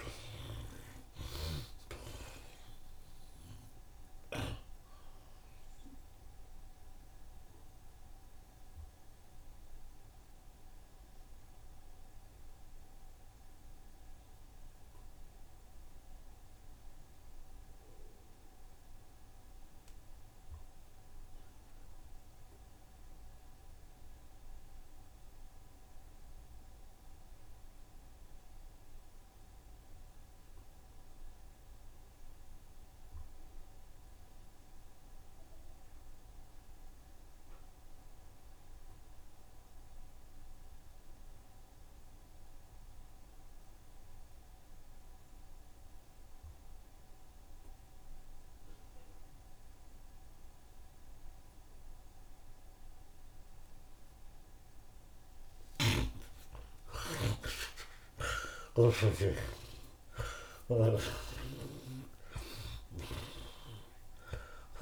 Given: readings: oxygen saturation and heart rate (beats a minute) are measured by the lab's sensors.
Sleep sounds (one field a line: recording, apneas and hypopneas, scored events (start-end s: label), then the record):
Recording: breathing in sleep by a room microphone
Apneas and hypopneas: 1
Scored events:
0.00-7.00 s: tachycardia (device-marked, heart rate 76 before, 110 extreme)
0.00-23.00 s: oxygen desaturation (device-marked, oxygen 54% lowest, heart rate 73 extreme)
0.50-2.50 s: long interval between heartbeats (device-marked, heart rate 94 before, 98 extreme)
3.00-5.00 s: long interval between heartbeats (device-marked, heart rate 96 before, 109 extreme)
5.00-7.00 s: long interval between heartbeats (device-marked, heart rate 98 before, 109 extreme)
5.50-56.00 s: mixed apnea (oxygen 65% before, 50% lowest, heart rate 98 before, 73 extreme)
25.00-64.82 s: oxygen desaturation (device-marked, oxygen 82% before, 50% lowest, heart rate 85 before, 72 extreme)
44.00-46.00 s: long interval between heartbeats (device-marked, heart rate 75 before, 85 extreme)
53.00-62.00 s: tachycardia (device-marked, heart rate 76 before, 146 extreme)
53.50-55.50 s: long interval between heartbeats (device-marked, heart rate 79 before, 84 extreme)
56.00-58.00 s: long interval between heartbeats (device-marked, heart rate 81 before, 107 extreme)
57.00-61.00 s: arousal
58.50-60.50 s: long interval between heartbeats (device-marked, heart rate 85 before, 138 extreme)
From the record:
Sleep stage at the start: N2 (light sleep)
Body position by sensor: on the right side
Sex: male